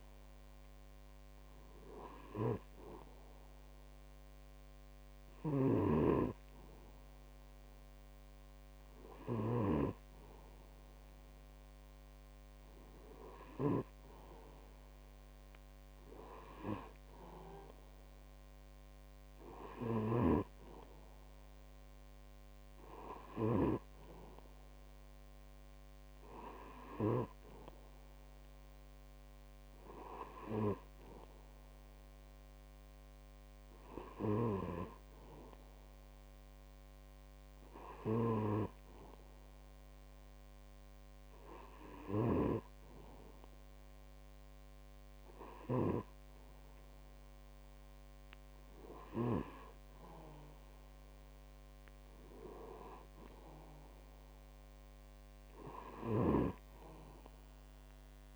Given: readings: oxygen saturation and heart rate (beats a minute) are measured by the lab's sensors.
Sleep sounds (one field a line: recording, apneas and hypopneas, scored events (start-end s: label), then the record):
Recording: breathing in sleep by a microphone on the trachea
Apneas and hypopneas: none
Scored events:
5.50-10.00 s: snoring (device-marked)
42.00-46.00 s: snoring (device-marked)
From the record:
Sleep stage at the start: N2 (light sleep)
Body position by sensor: on the back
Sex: male